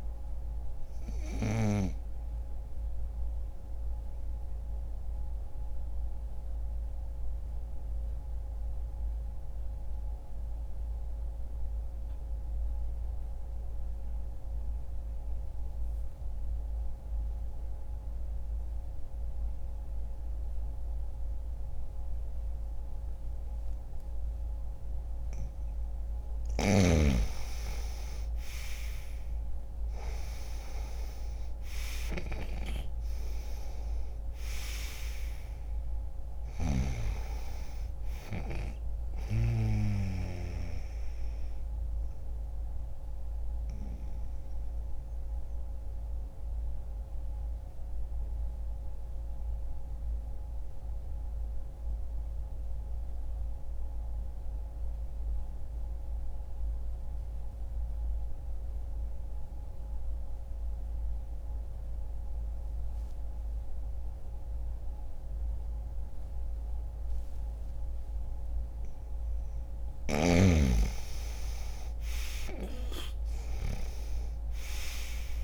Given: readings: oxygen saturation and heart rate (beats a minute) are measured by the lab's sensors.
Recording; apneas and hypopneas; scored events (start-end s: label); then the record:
breathing in sleep by a room microphone; 2
2.50-24.50 s: obstructive apnea (oxygen 95% before, 91% lowest, heart rate 60 before, 59 extreme, up 1 after)
26.00-30.50 s: arousal
43.00-68.00 s: obstructive apnea (oxygen 98% before, 92% lowest, heart rate 60 before, 59 extreme, up 1 after)
55.00-65.00 s: oxygen desaturation (device-marked, oxygen 96% before, 92% lowest, heart rate 60 before, 59 extreme)
72.00-75.44 s: arousal
From the record:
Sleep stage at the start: N2 (light sleep); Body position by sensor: on the back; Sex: male